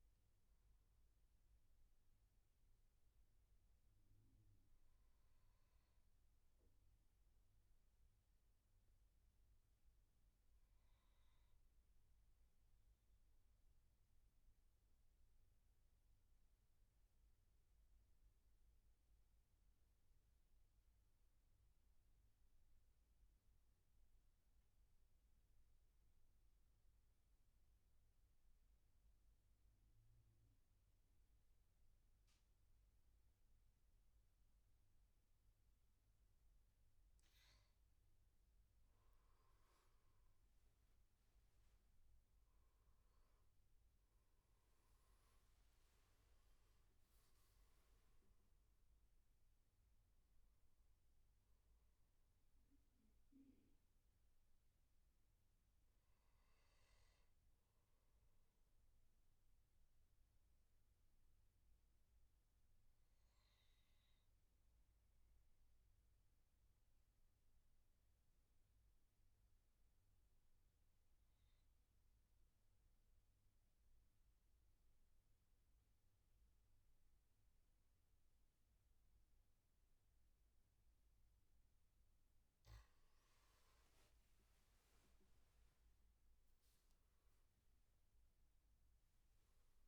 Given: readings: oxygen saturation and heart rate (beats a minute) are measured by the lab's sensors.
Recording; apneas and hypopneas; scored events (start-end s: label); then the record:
breathing in sleep, hard to hear, by a room microphone; 2
0.00-12.50 s: oxygen desaturation (device-marked, oxygen 91% lowest, heart rate 62 extreme)
8.50-37.00 s: obstructive apnea (oxygen 97% before, 91% lowest, heart rate 71 before, 61 extreme, up 11 after)
33.50-64.50 s: oxygen desaturation (device-marked, oxygen 99% before, 91% lowest, heart rate 69 before, 61 extreme)
38.50-43.00 s: arousal
58.00-82.00 s: obstructive apnea (oxygen 98% before, 91% lowest, heart rate 74 before, 64 extreme, up 10 after)
83.50-89.88 s: oxygen desaturation (device-marked, oxygen 99% before, 93% lowest, heart rate 69 before, 75 extreme)
86.50-89.88 s: new sleep stage, awake
From the record:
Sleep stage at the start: N2 (light sleep); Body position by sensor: on the back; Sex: male